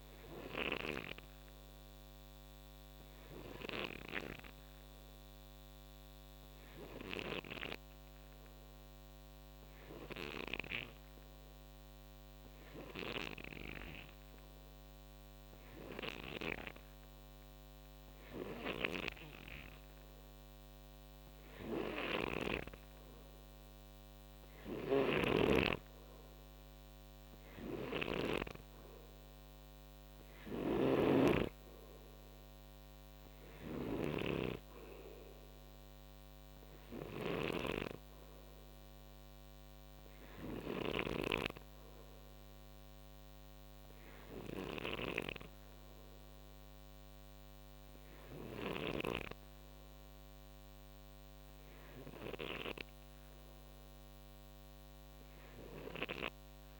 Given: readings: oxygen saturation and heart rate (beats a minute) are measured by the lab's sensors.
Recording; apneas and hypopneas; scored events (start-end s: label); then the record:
breathing in sleep by a microphone on the trachea; none
17.00-49.00 s: oxygen desaturation (device-marked, oxygen 91% before, 88% lowest, heart rate 64 before, 59 extreme)
21.50-28.00 s: snoring (device-marked)
30.00-48.50 s: snoring (device-marked)
From the record:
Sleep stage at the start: N3 (deep sleep); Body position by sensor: on the right side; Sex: male